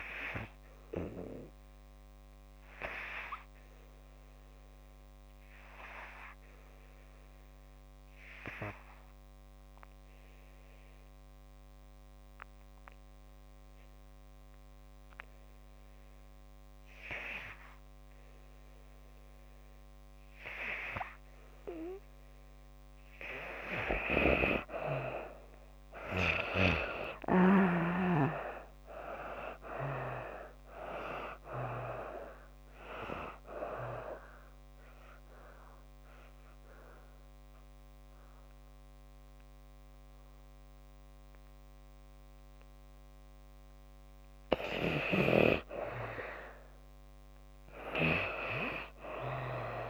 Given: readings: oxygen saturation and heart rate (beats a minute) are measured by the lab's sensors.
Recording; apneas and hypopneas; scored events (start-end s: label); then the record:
breathing in sleep by a microphone on the trachea; 2
0.00-23.00 s: oxygen desaturation (device-marked, oxygen 59% lowest)
4.00-22.00 s: obstructive apnea (oxygen 88% before, 55% lowest)
24.00-27.00 s: arousal
30.00-49.90 s: oxygen desaturation (device-marked, oxygen 66% before, 55% lowest)
34.00-44.00 s: obstructive apnea (oxygen 66% before, 55% lowest)
48.00-49.90 s: arousal
From the record:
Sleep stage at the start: N2 (light sleep); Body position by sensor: on the back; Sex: female